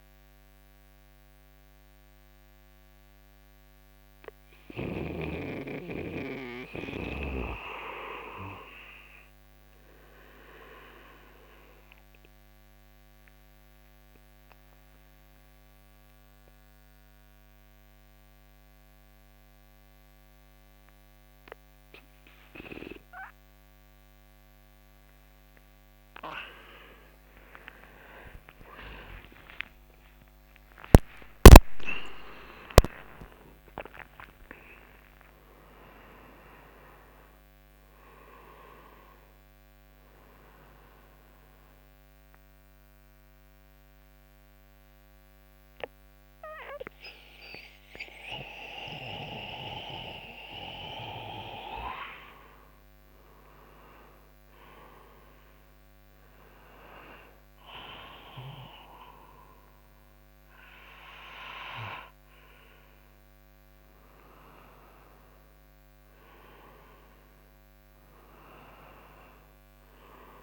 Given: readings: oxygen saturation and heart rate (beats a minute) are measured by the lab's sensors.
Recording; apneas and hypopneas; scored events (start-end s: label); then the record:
breathing in sleep by a microphone on the trachea; 2
0.00-4.00 s: oxygen desaturation (device-marked, oxygen 94% lowest, heart rate 69 extreme)
15.50-26.50 s: mixed apnea (oxygen 97% before, 93% lowest)
28.00-34.50 s: arousal
43.00-53.00 s: mixed apnea (oxygen 97% before, 93% lowest)
53.50-58.00 s: arousal
From the record:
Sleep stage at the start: N2 (light sleep); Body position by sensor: on the front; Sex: male